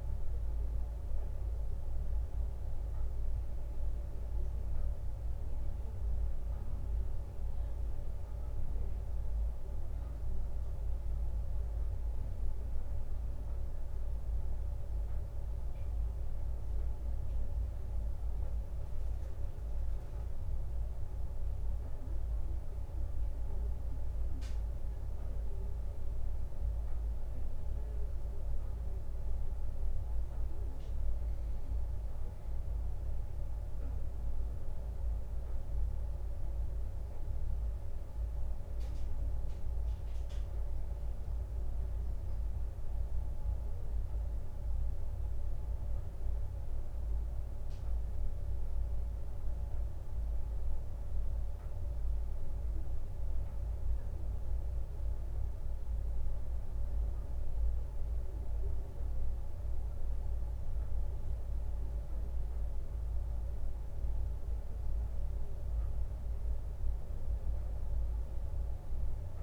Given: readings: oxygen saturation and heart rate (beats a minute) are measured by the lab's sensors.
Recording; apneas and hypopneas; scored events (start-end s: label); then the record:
a person awake in a sleep study, hard to hear, by a room microphone; none
1.00-2.00 s: leg movement (device-marked)
4.50-7.50 s: leg movement (device-marked)
15.00-22.50 s: leg movement (device-marked)
24.00-28.50 s: leg movement (device-marked)
32.50-37.00 s: leg movement (device-marked)
39.00-41.50 s: leg movement (device-marked)
67.50-69.43 s: new sleep stage, N1 (lightest sleep)
From the record:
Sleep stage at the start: awake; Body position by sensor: on the right side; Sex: male